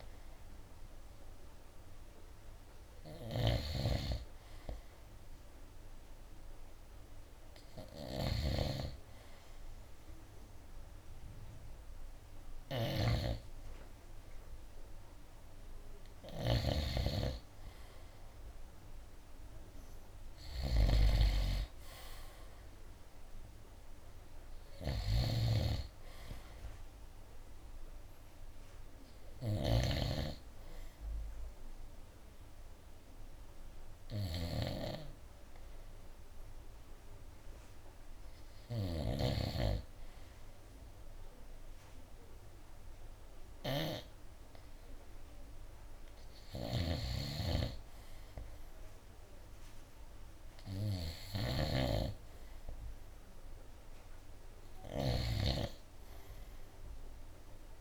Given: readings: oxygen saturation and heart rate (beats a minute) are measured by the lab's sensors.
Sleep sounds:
breathing in sleep by a room microphone; 1
0.00-57.81 s: snoring (device-marked)
33.50-45.50 s: hypopnea (oxygen 96% before, 91% lowest, heart rate 71 before, 67 extreme, up 2 after)
47.50-51.50 s: arousal
52.50-57.81 s: oxygen desaturation (device-marked, oxygen 96% before, 91% lowest, heart rate 70 before, 68 extreme)
From the record:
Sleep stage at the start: N2 (light sleep); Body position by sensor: on the right side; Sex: male

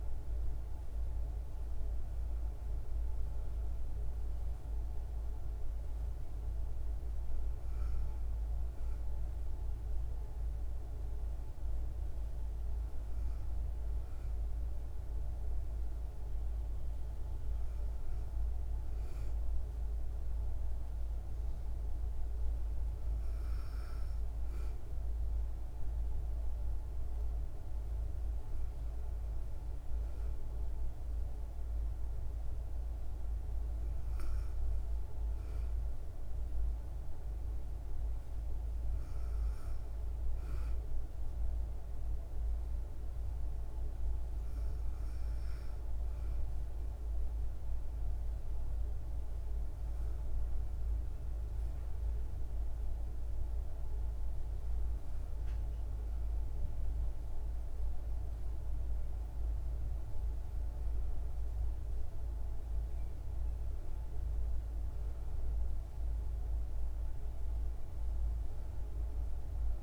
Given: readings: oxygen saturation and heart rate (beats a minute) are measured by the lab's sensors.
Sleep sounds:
breathing in sleep, hard to hear, by a room microphone; none
none scored
From the record:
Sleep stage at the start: N1 (lightest sleep); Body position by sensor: on the back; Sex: female

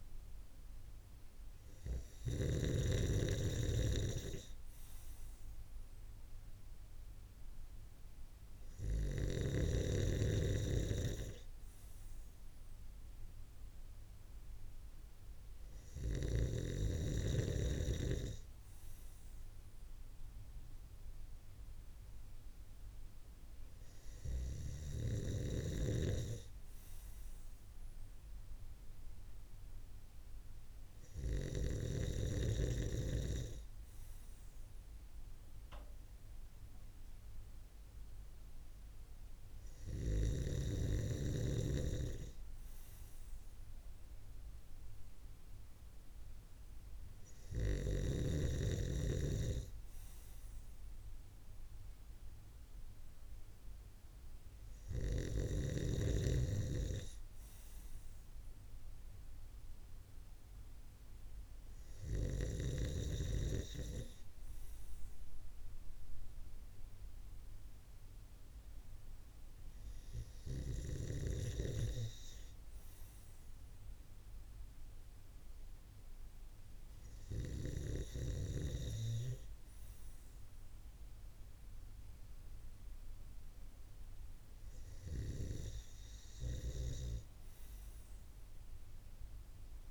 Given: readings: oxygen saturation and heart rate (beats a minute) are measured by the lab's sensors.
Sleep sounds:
breathing in sleep by a room microphone; none
none scored
From the record:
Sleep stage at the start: N2 (light sleep); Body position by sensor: on the right side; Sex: male

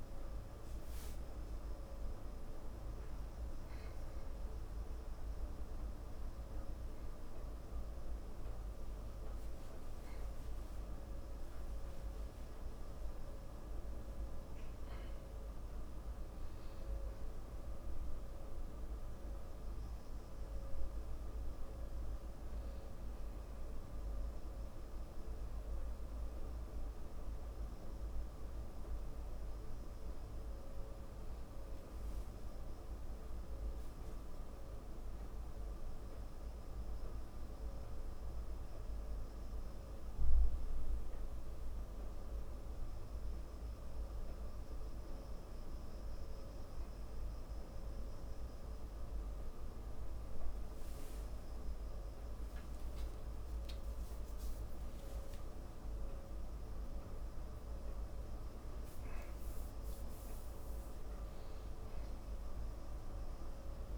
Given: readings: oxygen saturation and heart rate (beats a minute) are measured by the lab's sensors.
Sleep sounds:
a person partly awake in a sleep study, hard to hear, by a room microphone; none
32.50-63.98 s: new sleep stage, awake
From the record:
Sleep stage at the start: N2 (light sleep); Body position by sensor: on the back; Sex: male

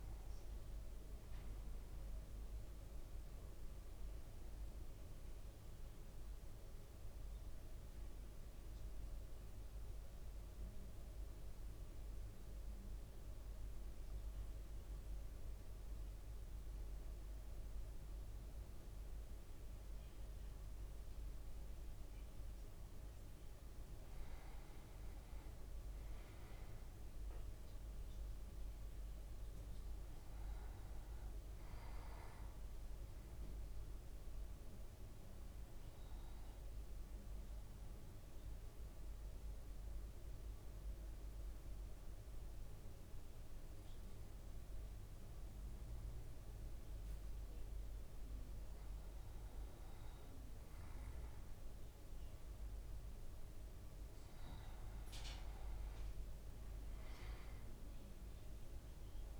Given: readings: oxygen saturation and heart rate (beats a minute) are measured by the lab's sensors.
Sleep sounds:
breathing in sleep, hard to hear, by a room microphone; 2
6.00-21.00 s: mixed apnea (oxygen 98% before, 94% lowest, heart rate 57 before, 53 extreme, up 4 after)
24.50-28.00 s: arousal
34.50-49.00 s: obstructive apnea (oxygen 99% before, 95% lowest, heart rate 55 before, 53 extreme, up 2 after)
52.50-57.00 s: arousal
From the record:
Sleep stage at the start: N2 (light sleep); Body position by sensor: on the back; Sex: male

